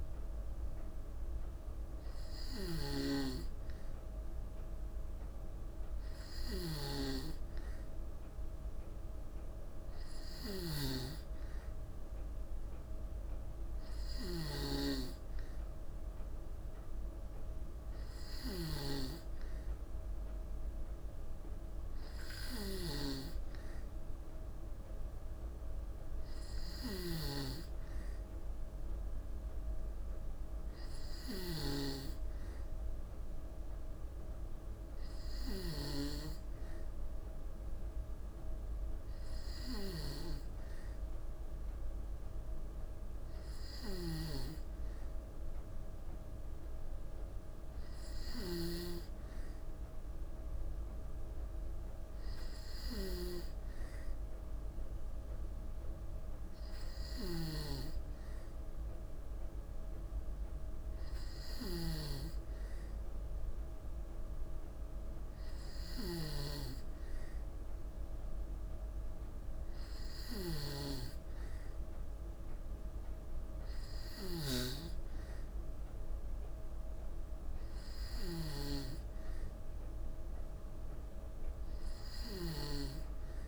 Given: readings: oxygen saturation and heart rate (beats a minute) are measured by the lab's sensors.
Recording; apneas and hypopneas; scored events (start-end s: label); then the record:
breathing in sleep by a room microphone; none
0.00-35.50 s: snoring (device-marked)
43.50-83.48 s: snoring (device-marked)
From the record:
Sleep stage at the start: N2 (light sleep); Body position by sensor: on the back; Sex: female